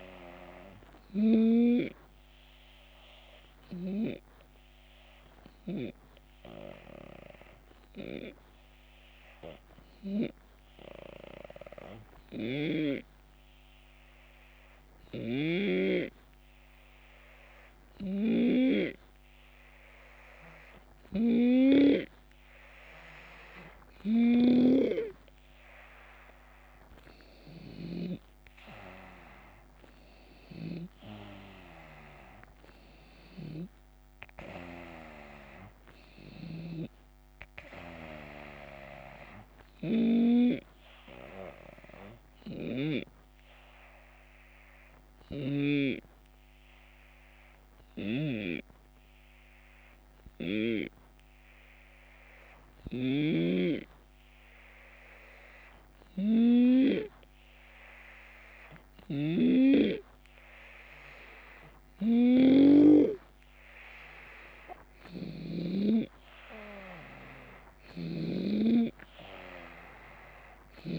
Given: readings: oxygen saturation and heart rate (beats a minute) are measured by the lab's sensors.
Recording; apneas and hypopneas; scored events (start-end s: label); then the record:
breathing in sleep by a microphone on the trachea; 2
1.50-21.00 s: obstructive apnea (oxygen 95% before, 90% lowest, heart rate 75 before, 72 extreme, up 4 after)
21.00-36.50 s: snoring (device-marked)
24.00-34.00 s: oxygen desaturation (device-marked, oxygen 95% before, 91% lowest, heart rate 73 before, 71 extreme)
24.50-29.50 s: arousal
41.00-55.50 s: obstructive apnea (oxygen 95% before, 90% lowest, heart rate 75 before, 71 extreme, up 4 after)
47.50-62.50 s: snoring (device-marked)
64.00-70.99 s: oxygen desaturation (device-marked, oxygen 95% before, 91% lowest, heart rate 73 before, 69 extreme)
64.50-68.00 s: snoring (device-marked)
From the record:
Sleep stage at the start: REM sleep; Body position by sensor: on the left side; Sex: male